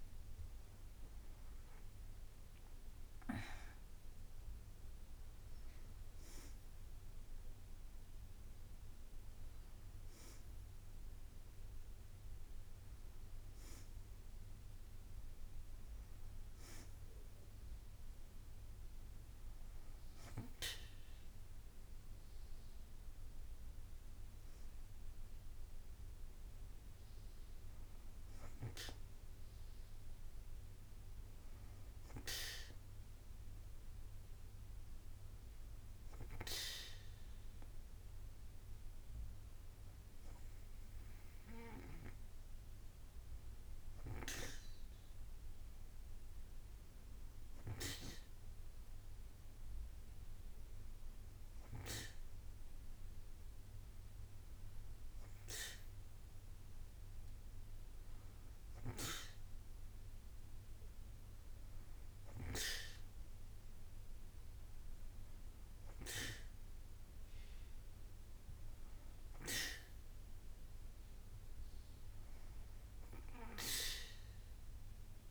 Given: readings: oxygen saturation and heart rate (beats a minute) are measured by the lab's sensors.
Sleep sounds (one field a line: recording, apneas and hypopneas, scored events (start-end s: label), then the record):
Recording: breathing in sleep by a room microphone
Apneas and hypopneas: none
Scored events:
0.50-4.50 s: arousal
From the record:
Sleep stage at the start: N2 (light sleep)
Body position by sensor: on the back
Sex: female